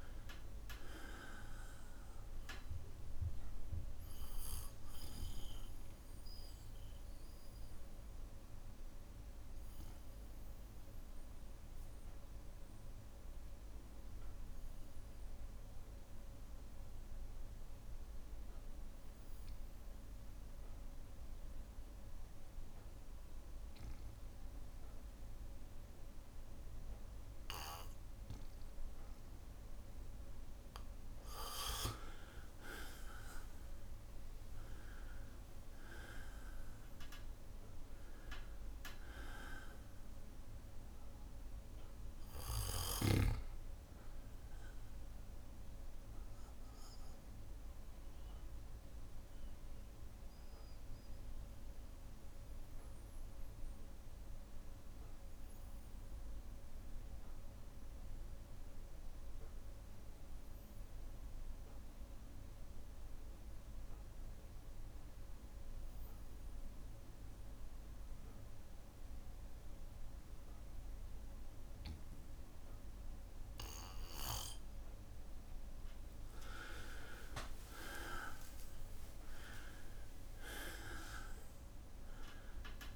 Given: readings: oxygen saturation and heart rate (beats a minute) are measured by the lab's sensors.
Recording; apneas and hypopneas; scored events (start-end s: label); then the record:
breathing in sleep by a room microphone; 2
0.00-18.00 s: oxygen desaturation (device-marked, oxygen 92% lowest, heart rate 57 extreme)
3.50-30.50 s: obstructive apnea (oxygen 99% before, 92% lowest, heart rate 62 before, 57 extreme, up 5 after)
5.00-23.00 s: bradycardia (device-marked, heart rate 64 before, 57 extreme)
33.50-39.00 s: arousal
34.00-57.00 s: oxygen desaturation (device-marked, oxygen 99% before, 93% lowest, heart rate 59 before, 58 extreme)
47.00-70.00 s: bradycardia (device-marked, heart rate 63 before, 58 extreme)
47.00-74.50 s: obstructive apnea (oxygen 99% before, 91% lowest, heart rate 62 before, 58 extreme, up 16 after)
71.00-82.96 s: oxygen desaturation (device-marked, oxygen 99% before, 91% lowest, heart rate 58 before, 58 extreme)
76.50-81.00 s: arousal
From the record:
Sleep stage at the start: N2 (light sleep); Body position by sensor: on the back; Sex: male